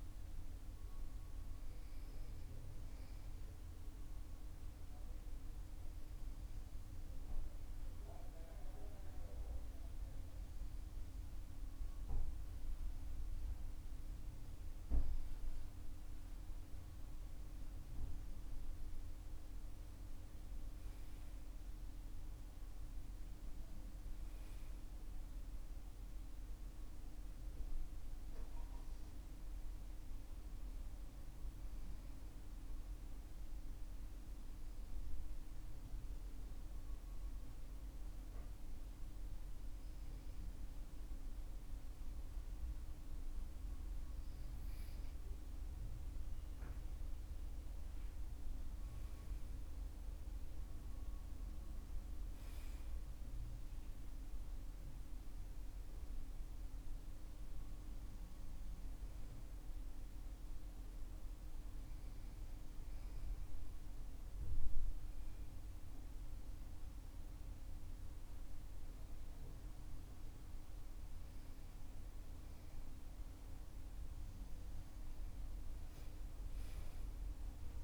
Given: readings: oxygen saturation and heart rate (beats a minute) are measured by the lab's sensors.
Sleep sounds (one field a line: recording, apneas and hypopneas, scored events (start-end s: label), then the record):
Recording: breathing in sleep, hard to hear, by a room microphone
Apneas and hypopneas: 3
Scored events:
4.50-17.00 s: obstructive apnea (oxygen 96% before, 92% lowest, heart rate 54 before, 48 extreme, up 13 after)
14.50-26.50 s: oxygen desaturation (device-marked, oxygen 95% before, 92% lowest, heart rate 54 before, 49 extreme)
19.00-23.00 s: arousal
32.50-46.00 s: obstructive apnea (oxygen 96% before, 92% lowest, heart rate 54 before, 48 extreme, up 14 after)
45.50-53.50 s: oxygen desaturation (device-marked, oxygen 96% before, 93% lowest, heart rate 52 before, 48 extreme)
48.50-52.00 s: arousal
61.00-73.50 s: hypopnea (oxygen 96% before, 92% lowest, heart rate 56 before, 47 extreme, up 11 after)
71.50-77.84 s: oxygen desaturation (device-marked, oxygen 96% before, 92% lowest, heart rate 54 before, 47 extreme)
From the record:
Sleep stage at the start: N2 (light sleep)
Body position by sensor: on the back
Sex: male